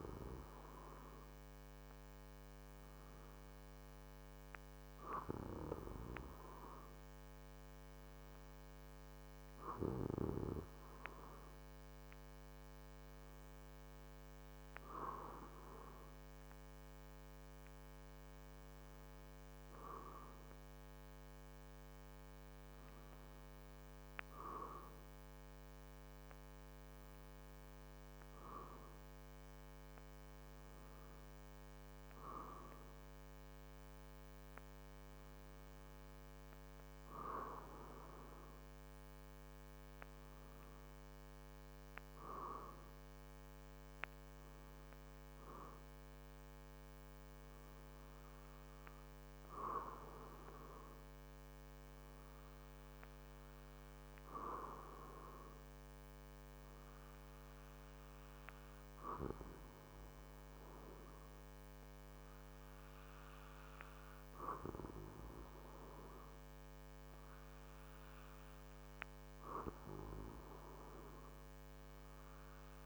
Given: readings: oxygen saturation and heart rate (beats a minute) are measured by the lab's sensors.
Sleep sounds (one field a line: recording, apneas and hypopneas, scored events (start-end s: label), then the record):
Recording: breathing in sleep by a microphone on the trachea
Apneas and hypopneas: none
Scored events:
none scored
From the record:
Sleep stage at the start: REM sleep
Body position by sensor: on the back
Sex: male